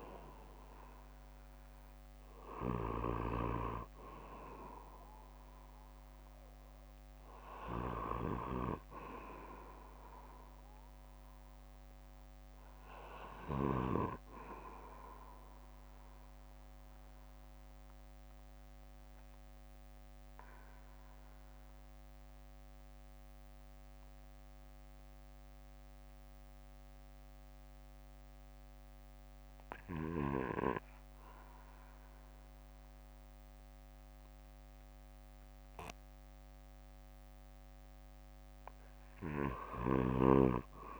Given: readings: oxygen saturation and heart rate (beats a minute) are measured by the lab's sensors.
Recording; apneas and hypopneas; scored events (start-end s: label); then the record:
breathing in sleep by a microphone on the trachea; 1
11.00-13.00 s: bradycardia (device-marked, heart rate 63 before, 59 extreme)
15.00-17.00 s: bradycardia (device-marked, heart rate 64 before, 58 extreme)
18.00-21.00 s: bradycardia (device-marked, heart rate 64 before, 58 extreme)
18.00-36.50 s: obstructive apnea (oxygen 95% before, 92% lowest, heart rate 63 before, 52 extreme, up 8 after)
22.00-40.00 s: bradycardia (device-marked, heart rate 64 before, 52 extreme)
39.00-40.99 s: arousal
From the record:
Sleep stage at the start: REM sleep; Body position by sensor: on the back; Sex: male